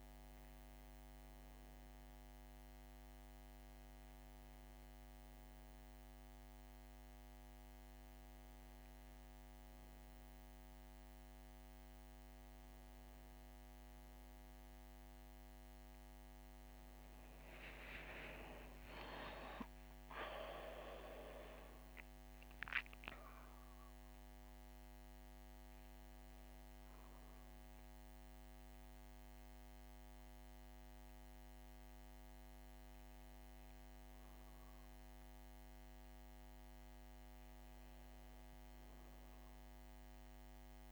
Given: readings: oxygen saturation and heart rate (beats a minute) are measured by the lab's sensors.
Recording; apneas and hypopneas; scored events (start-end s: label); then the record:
breathing in sleep by a microphone on the trachea; none
18.00-22.50 s: arousal
From the record:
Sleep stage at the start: N1 (lightest sleep); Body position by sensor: on the back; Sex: female